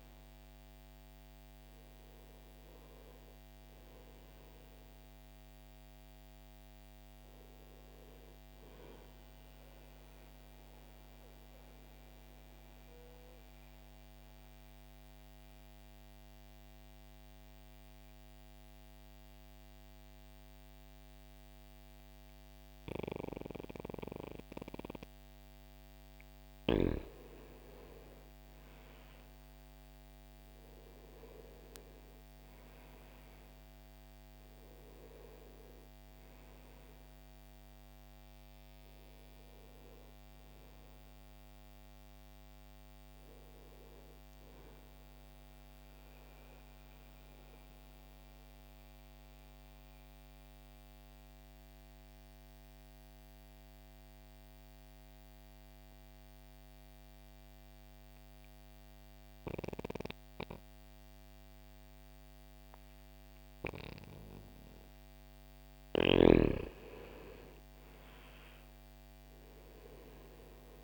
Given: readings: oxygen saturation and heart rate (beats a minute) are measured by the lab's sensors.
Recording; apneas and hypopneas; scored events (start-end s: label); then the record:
breathing in sleep by a microphone on the trachea; 2
0.00-6.50 s: oxygen desaturation (device-marked, oxygen 91% lowest, heart rate 60 extreme)
10.00-25.00 s: mixed apnea (oxygen 95% before, 90% lowest, heart rate 61 before, 60 extreme, up 0 after)
18.50-26.50 s: oxygen desaturation (device-marked, oxygen 93% before, 90% lowest, heart rate 61 before, 60 extreme)
27.00-32.50 s: arousal
45.50-65.00 s: mixed apnea (oxygen 97% before, 90% lowest, heart rate 62 before, 61 extreme, up 1 after)
66.50-70.00 s: arousal
From the record:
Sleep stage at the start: N2 (light sleep); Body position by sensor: on the back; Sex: male